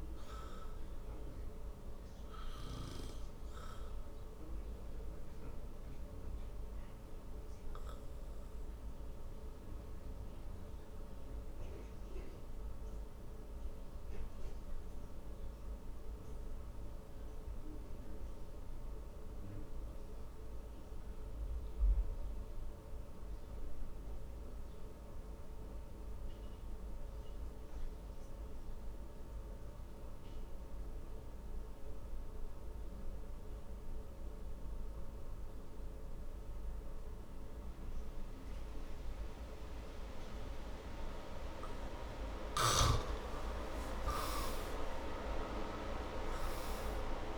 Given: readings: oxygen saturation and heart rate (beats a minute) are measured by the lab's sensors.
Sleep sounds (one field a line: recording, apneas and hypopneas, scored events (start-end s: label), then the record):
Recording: breathing in sleep by a room microphone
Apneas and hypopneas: 1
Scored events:
0.00-24.00 s: oxygen desaturation (device-marked, oxygen 76% lowest, heart rate 54 extreme)
2.50-43.00 s: obstructive apnea (oxygen 96% before, 76% lowest, heart rate 72 before, 52 extreme, up 14 after)
39.00-47.38 s: oxygen desaturation (device-marked, oxygen 100% before, 80% lowest, heart rate 57 before, 52 extreme)
44.00-47.38 s: arousal
From the record:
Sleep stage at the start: N2 (light sleep)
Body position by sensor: on the back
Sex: male